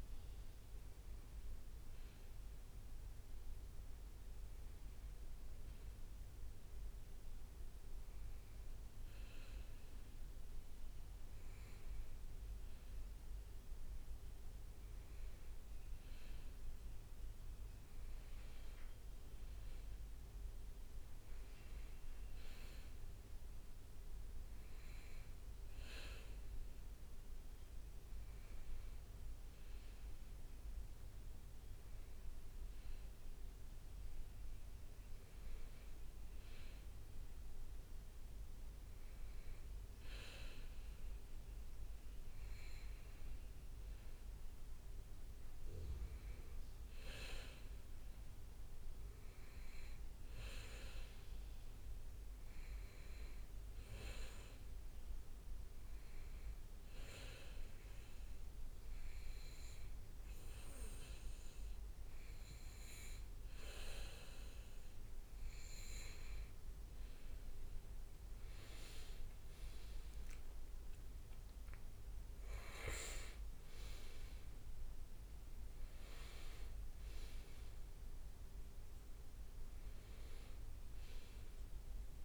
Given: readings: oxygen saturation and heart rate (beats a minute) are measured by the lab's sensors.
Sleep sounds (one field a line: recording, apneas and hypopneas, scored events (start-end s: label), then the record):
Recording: breathing in sleep by a room microphone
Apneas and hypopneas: 1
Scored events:
54.50-65.50 s: hypopnea (oxygen 97% before, 94% lowest, heart rate 67 before, 66 extreme, up 9 after)
68.50-73.00 s: arousal
From the record:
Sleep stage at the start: N2 (light sleep)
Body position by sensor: on the back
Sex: male